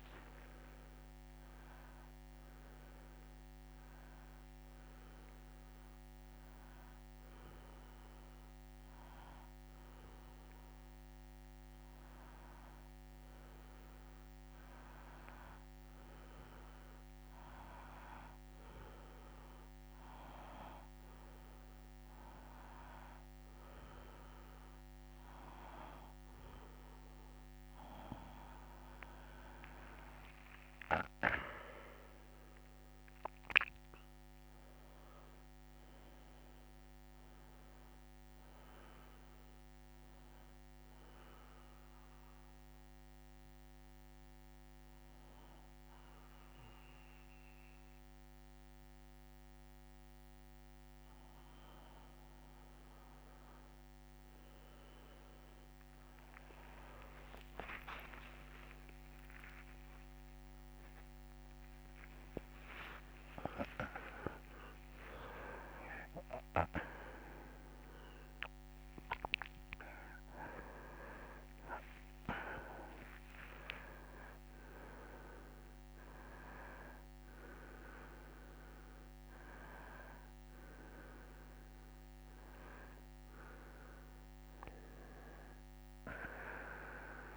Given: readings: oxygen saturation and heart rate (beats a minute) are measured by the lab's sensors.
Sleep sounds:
a person partly awake in a sleep study, by a microphone on the trachea; 2
3.50-14.50 s: hypopnea (oxygen 96% before, 92% lowest, heart rate 82 before, 78 extreme, up 0 after)
16.50-19.50 s: arousal
36.50-39.50 s: arousal
42.50-53.00 s: mixed apnea (oxygen 96% before, 92% lowest, heart rate 80 before, 78 extreme, up 59 after)
55.00-79.00 s: oxygen desaturation (device-marked, oxygen 97% before, 92% lowest)
57.50-59.50 s: long interval between heartbeats (device-marked, heart rate 80 before, 107 extreme)
58.00-87.37 s: new sleep stage, awake
60.00-62.00 s: long interval between heartbeats (device-marked, heart rate 84 before, 137 extreme)
62.50-64.50 s: long interval between heartbeats (device-marked, heart rate 90 before, 162 extreme)
65.00-67.00 s: long interval between heartbeats (device-marked, heart rate 102 before, 135 extreme)
67.50-69.50 s: long interval between heartbeats (device-marked, heart rate 109 before, 140 extreme)
69.50-71.50 s: long interval between heartbeats (device-marked, heart rate 115 before, 110 extreme)
71.50-73.50 s: long interval between heartbeats (device-marked, heart rate 119 before, 115 extreme)
From the record:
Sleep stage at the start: N2 (light sleep); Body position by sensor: on the back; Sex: male

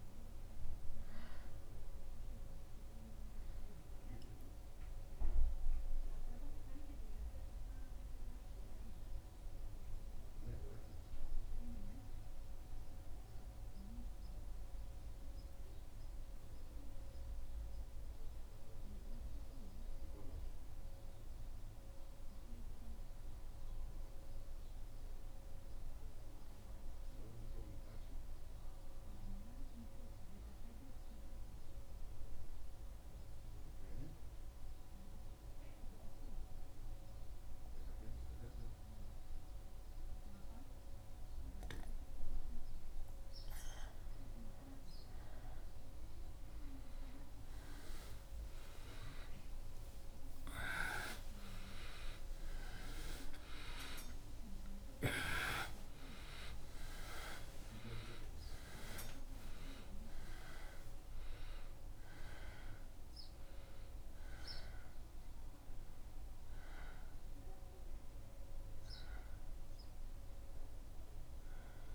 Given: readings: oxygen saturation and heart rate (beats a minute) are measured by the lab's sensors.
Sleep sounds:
breathing in sleep by a room microphone; 1
10.00-42.50 s: mixed apnea (oxygen 97% before, 92% lowest, heart rate 76 before, 72 extreme, up 0 after)
35.00-58.00 s: oxygen desaturation (device-marked, oxygen 96% before, 92% lowest, heart rate 75 before, 74 extreme)
41.00-71.95 s: new sleep stage, N1 (lightest sleep)
47.50-54.50 s: arousal
From the record:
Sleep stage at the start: N2 (light sleep); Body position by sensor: on the back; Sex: male

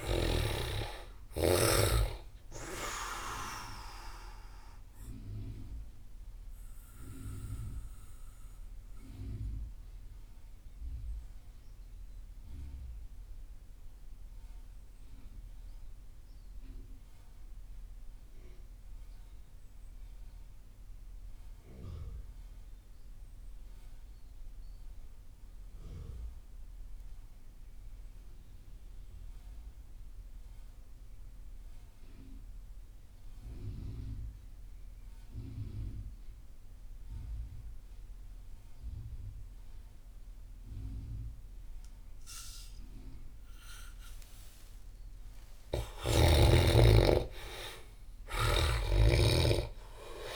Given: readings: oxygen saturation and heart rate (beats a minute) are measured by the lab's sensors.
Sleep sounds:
breathing in sleep by a room microphone; 1
0.00-19.00 s: oxygen desaturation (device-marked, oxygen 75% lowest)
4.00-43.50 s: mixed apnea (oxygen 98% before, 71% lowest)
36.00-50.36 s: oxygen desaturation (device-marked, oxygen 98% before, 71% lowest)
44.50-48.50 s: arousal
47.50-50.36 s: snoring (device-marked)
From the record:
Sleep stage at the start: N2 (light sleep); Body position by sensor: on the back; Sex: male

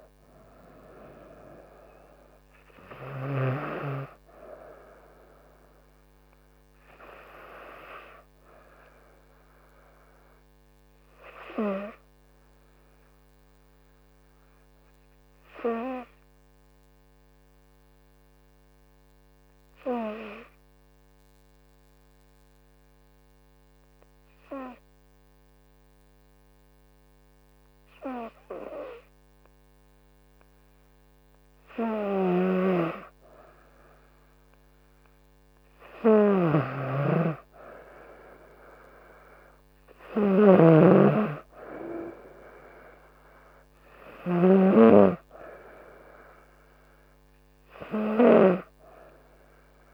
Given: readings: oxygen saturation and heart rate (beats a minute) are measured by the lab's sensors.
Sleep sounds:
breathing in sleep by a microphone on the trachea; 1
0.00-20.50 s: oxygen desaturation (device-marked, oxygen 93% lowest, heart rate 66 extreme)
11.50-31.50 s: hypopnea (oxygen 99% before, 93% lowest, heart rate 72 before, 66 extreme, up 3 after)
34.00-37.00 s: arousal
From the record:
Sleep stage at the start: N2 (light sleep); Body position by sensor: on the front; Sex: female

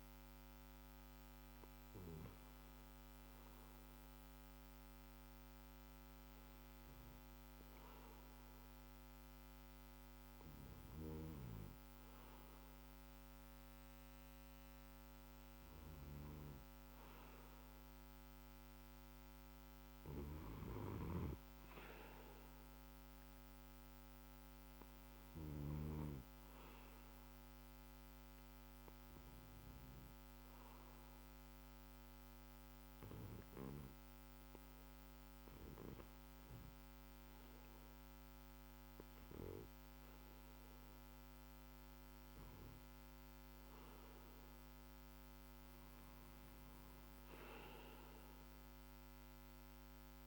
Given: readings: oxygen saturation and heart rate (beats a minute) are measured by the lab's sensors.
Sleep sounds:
breathing in sleep by a microphone on the trachea; 2
4.00-16.50 s: hypopnea (oxygen 97% before, 94% lowest, heart rate 56 before, 50 extreme, up 4 after)
19.00-22.50 s: arousal
29.00-41.00 s: hypopnea (oxygen 97% before, 94% lowest, heart rate 53 before, 50 extreme, up 3 after)
45.50-49.50 s: arousal
From the record:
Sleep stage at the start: REM sleep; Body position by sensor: on the back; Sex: male

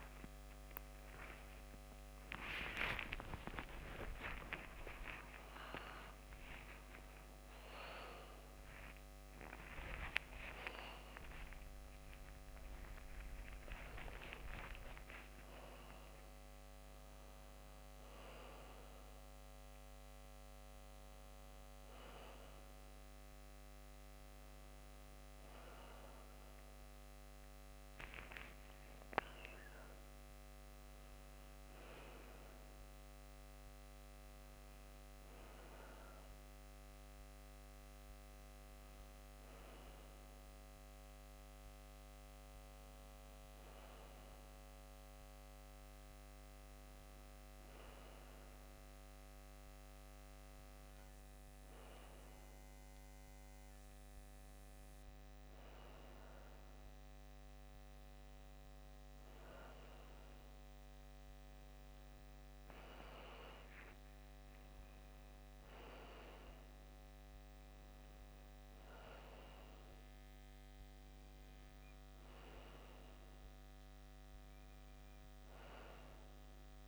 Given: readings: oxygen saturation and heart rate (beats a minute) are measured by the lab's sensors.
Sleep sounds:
a person partly awake in a sleep study, by a microphone on the trachea; none
0.00-6.50 s: tachycardia (device-marked, heart rate 195 extreme)
1.50-3.50 s: long interval between heartbeats (device-marked, heart rate 111 before, 176 extreme)
3.50-5.50 s: long interval between heartbeats (device-marked, heart rate 122 before, 182 extreme)
9.50-15.50 s: tachycardia (device-marked, heart rate 70 before, 127 extreme)
11.50-13.50 s: long interval between heartbeats (device-marked, heart rate 142 before, 95 extreme)
14.50-16.50 s: long interval between heartbeats (device-marked, heart rate 136 before, 127 extreme)
23.50-76.88 s: new sleep stage, N1 (lightest sleep)
64.50-66.50 s: long interval between heartbeats (device-marked, heart rate 68 before, 78 extreme)
From the record:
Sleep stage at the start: awake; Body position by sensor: on the left side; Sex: male

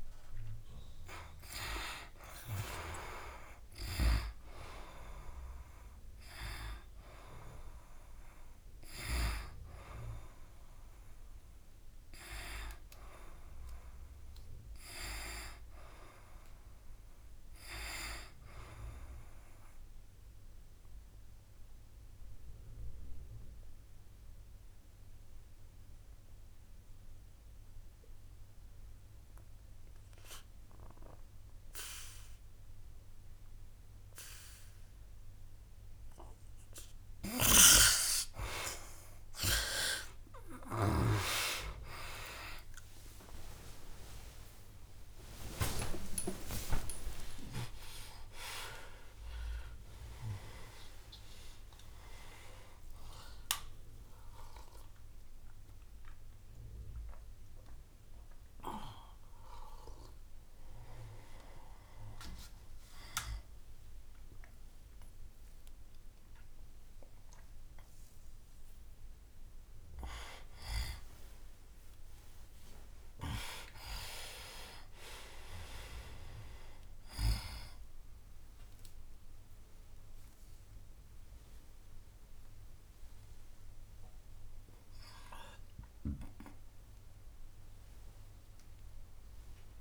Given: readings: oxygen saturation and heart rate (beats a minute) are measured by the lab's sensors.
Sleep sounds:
a person awake in a sleep study, by a room microphone; 1
0.00-1.50 s: arousal
0.00-26.00 s: oxygen desaturation (device-marked, oxygen 71% lowest, heart rate 63 extreme)
17.50-19.50 s: long interval between heartbeats (device-marked, heart rate 76 before, 79 extreme)
21.00-37.00 s: obstructive apnea (oxygen 88% before, 71% lowest, heart rate 76 before, 63 extreme, up 49 after)
41.00-52.00 s: tachycardia (device-marked, heart rate 70 before, 180 extreme)
41.00-71.00 s: oxygen desaturation (device-marked, oxygen 97% before, 82% lowest, heart rate 67 before, 88 extreme)
43.00-45.00 s: long interval between heartbeats (device-marked, heart rate 66 before, 100 extreme)
43.00-89.81 s: new sleep stage, awake
48.50-50.50 s: long interval between heartbeats (device-marked, heart rate 81 before, 172 extreme)
54.00-56.00 s: long interval between heartbeats (device-marked, heart rate 108 before, 98 extreme)
61.00-68.00 s: tachycardia (device-marked, heart rate 72 before, 121 extreme)
65.00-67.00 s: long interval between heartbeats (device-marked, heart rate 122 before, 118 extreme)
68.00-70.00 s: long interval between heartbeats (device-marked, heart rate 118 before, 127 extreme)
73.50-75.50 s: long interval between heartbeats (device-marked, heart rate 105 before, 98 extreme)
74.00-89.81 s: tachycardia (device-marked, heart rate 73 before, 140 extreme)
77.00-79.00 s: long interval between heartbeats (device-marked, heart rate 104 before, 116 extreme)
83.50-85.50 s: long interval between heartbeats (device-marked, heart rate 111 before, 109 extreme)
85.50-87.50 s: long interval between heartbeats (device-marked, heart rate 112 before, 118 extreme)
88.50-89.81 s: long interval between heartbeats (device-marked, heart rate 113 before, 139 extreme)
From the record:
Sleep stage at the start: N2 (light sleep); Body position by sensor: on the right side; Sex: male

